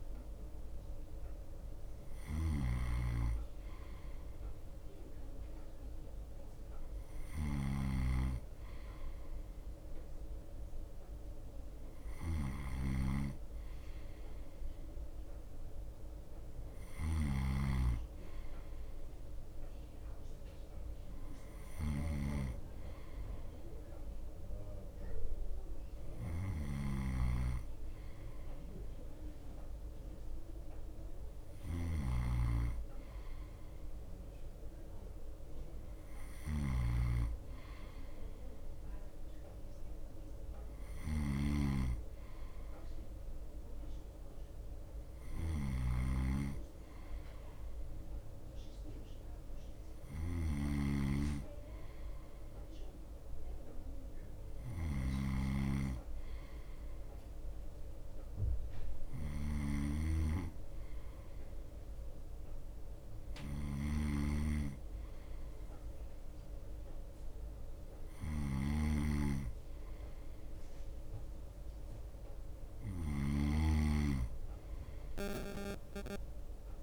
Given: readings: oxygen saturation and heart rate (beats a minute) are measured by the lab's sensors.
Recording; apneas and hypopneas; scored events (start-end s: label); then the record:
breathing in sleep by a room microphone; none
0.00-13.50 s: bradycardia (device-marked, heart rate 38 extreme)
0.00-76.83 s: snoring (device-marked)
1.50-10.50 s: drop in pulse transit time (device-marked, heart rate 46 before, 38 extreme)
2.00-4.00 s: long interval between heartbeats (device-marked, heart rate 46 before, 43 extreme)
8.00-10.00 s: long interval between heartbeats (device-marked, heart rate 48 before, 52 extreme)
20.50-22.50 s: long interval between heartbeats (device-marked, heart rate 51 before, 63 extreme)
20.50-73.50 s: bradycardia (device-marked, heart rate 38 before, 26 extreme)
25.50-39.50 s: drop in pulse transit time (device-marked, heart rate 54 before, 30 extreme)
26.50-28.50 s: long interval between heartbeats (device-marked, heart rate 54 before, 44 extreme)
30.50-32.50 s: long interval between heartbeats (device-marked, heart rate 53 before, 50 extreme)
36.50-38.50 s: long interval between heartbeats (device-marked, heart rate 51 before, 35 extreme)
40.50-42.50 s: long interval between heartbeats (device-marked, heart rate 45 before, 37 extreme)
43.50-45.50 s: long interval between heartbeats (device-marked, heart rate 41 before, 44 extreme)
45.50-47.50 s: long interval between heartbeats (device-marked, heart rate 41 before, 52 extreme)
50.50-52.50 s: long interval between heartbeats (device-marked, heart rate 42 before, 40 extreme)
58.50-68.50 s: drop in pulse transit time (device-marked, heart rate 39 before, 29 extreme)
63.00-65.00 s: long interval between heartbeats (device-marked, heart rate 38 before, 39 extreme)
67.50-69.50 s: long interval between heartbeats (device-marked, heart rate 36 before, 39 extreme)
From the record:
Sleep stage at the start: N2 (light sleep); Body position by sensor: on the right side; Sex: male